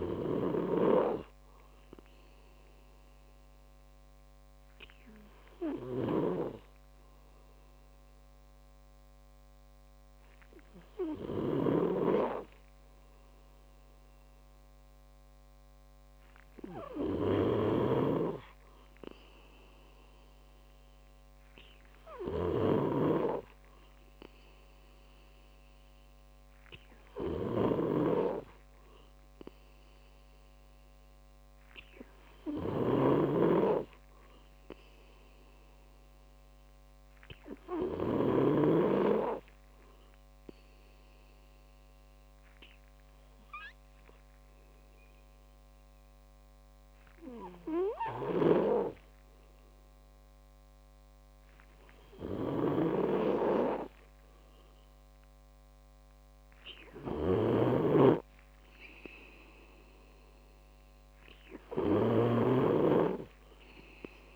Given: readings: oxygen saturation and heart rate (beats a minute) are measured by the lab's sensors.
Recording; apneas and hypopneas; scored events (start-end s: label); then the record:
breathing in sleep by a microphone on the trachea; none
0.00-38.50 s: snoring (device-marked)
48.00-64.35 s: snoring (device-marked)
From the record:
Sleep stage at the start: N2 (light sleep); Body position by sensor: on the back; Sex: male